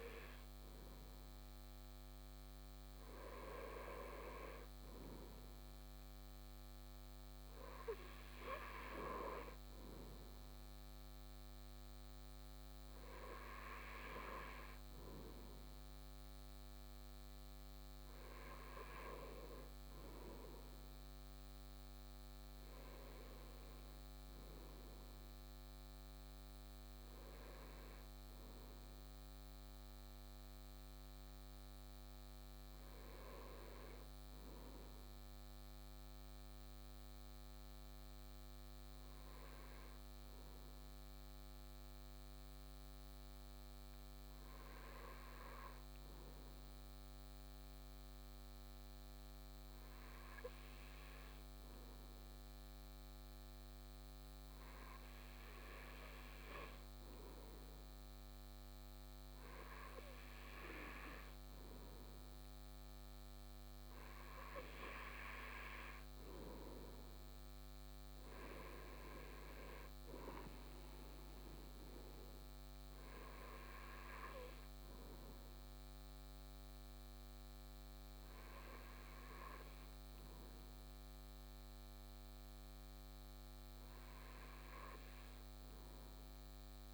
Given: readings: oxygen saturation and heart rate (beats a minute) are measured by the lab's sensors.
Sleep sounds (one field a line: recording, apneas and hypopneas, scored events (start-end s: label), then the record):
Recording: breathing in sleep by a microphone on the trachea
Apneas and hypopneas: none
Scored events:
none scored
From the record:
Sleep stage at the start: N2 (light sleep)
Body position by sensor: on the right side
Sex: male